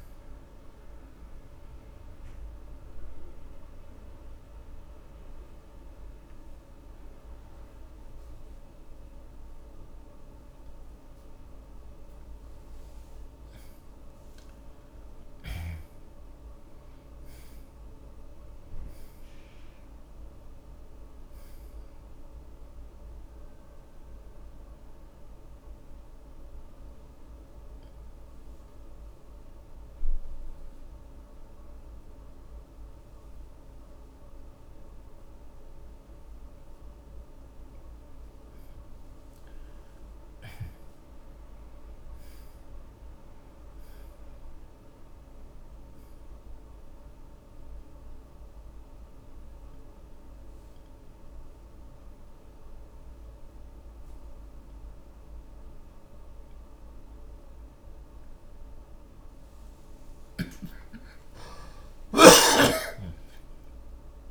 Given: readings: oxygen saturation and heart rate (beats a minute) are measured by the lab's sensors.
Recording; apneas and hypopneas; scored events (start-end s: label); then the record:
breathing in sleep, hard to hear, by a room microphone; 3
0.50-35.50 s: oxygen desaturation (device-marked, oxygen 98% before, 80% lowest)
1.00-12.00 s: mixed apnea (oxygen 98% before, 79% lowest, heart rate 73 before, 40 extreme)
6.50-64.31 s: new sleep stage, N2 (light sleep)
14.00-17.50 s: arousal
22.50-38.00 s: obstructive apnea (oxygen 98% before, 79% lowest)
40.50-43.50 s: arousal
48.50-58.50 s: obstructive apnea (oxygen 94% before, 79% lowest)
50.50-63.50 s: oxygen desaturation (device-marked, oxygen 94% before, 79% lowest)
60.50-64.31 s: snoring (device-marked)
61.50-64.31 s: arousal
From the record:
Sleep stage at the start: N1 (lightest sleep); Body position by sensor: on the back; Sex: male